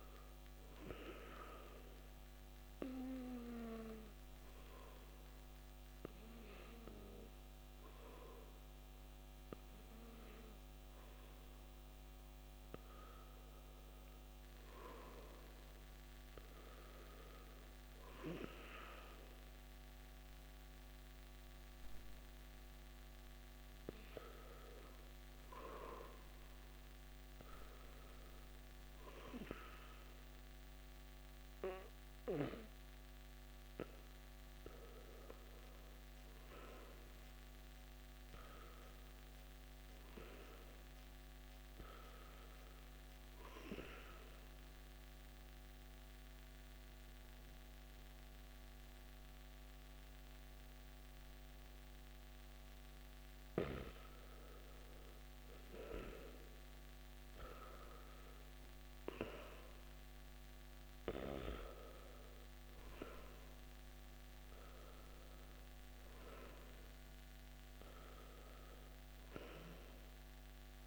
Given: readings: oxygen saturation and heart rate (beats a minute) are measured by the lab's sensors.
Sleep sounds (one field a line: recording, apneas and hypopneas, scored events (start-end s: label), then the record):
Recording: breathing in sleep by a microphone on the trachea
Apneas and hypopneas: 1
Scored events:
35.00-38.50 s: arousal
44.00-58.00 s: obstructive apnea (oxygen 95% before, 93% lowest, heart rate 57 before, 51 extreme, up 5 after)
62.00-66.50 s: arousal
From the record:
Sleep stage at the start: N2 (light sleep)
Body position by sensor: on the back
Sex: male